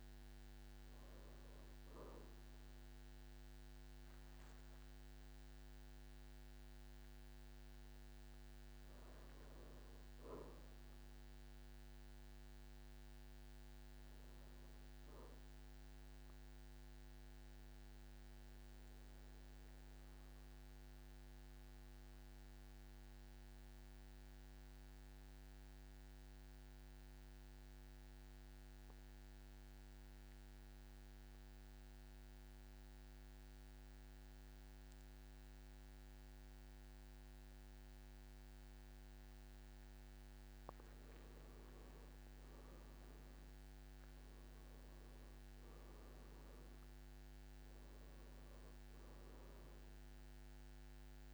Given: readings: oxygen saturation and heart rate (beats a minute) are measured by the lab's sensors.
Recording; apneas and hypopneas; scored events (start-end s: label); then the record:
breathing in sleep, hard to hear, by a microphone on the trachea; 1
0.00-23.50 s: oxygen desaturation (device-marked, oxygen 91% lowest, heart rate 49 extreme)
4.50-6.50 s: long interval between heartbeats (device-marked, heart rate 58 before, 66 extreme)
17.00-40.00 s: mixed apnea (oxygen 99% before, 89% lowest, heart rate 63 before, 47 extreme, up 13 after)
42.00-46.00 s: arousal
42.50-51.34 s: oxygen desaturation (device-marked, oxygen 99% before, 90% lowest, heart rate 54 before, 47 extreme)
From the record:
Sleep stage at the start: N2 (light sleep); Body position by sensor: on the back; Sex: male